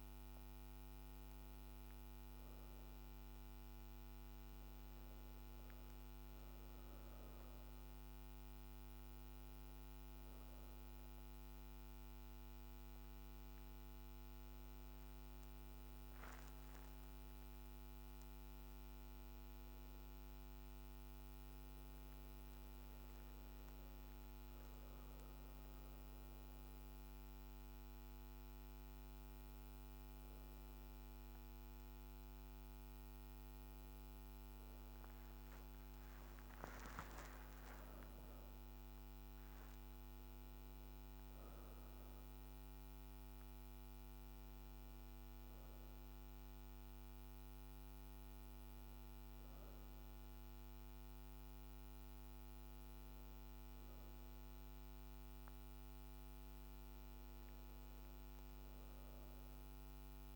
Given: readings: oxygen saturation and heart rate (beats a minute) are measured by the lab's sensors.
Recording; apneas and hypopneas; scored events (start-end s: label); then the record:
breathing in sleep, hard to hear, by a microphone on the trachea; none
7.50-60.36 s: new sleep stage, N1 (lightest sleep)
31.00-35.50 s: arousal
From the record:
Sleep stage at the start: REM sleep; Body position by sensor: on the back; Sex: female